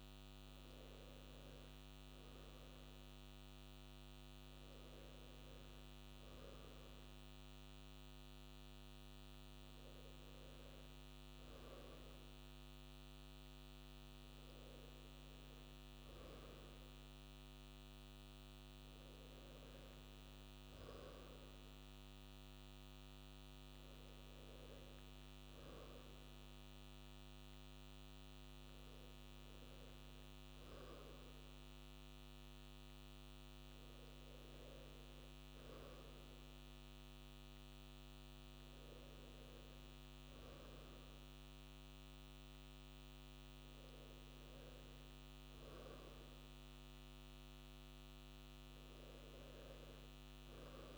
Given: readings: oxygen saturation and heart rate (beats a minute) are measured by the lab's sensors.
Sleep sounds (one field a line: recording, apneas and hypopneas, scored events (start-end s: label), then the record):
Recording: a person awake in a sleep study, hard to hear, by a microphone on the trachea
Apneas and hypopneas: none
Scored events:
none scored
From the record:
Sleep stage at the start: awake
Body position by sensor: on the right side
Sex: male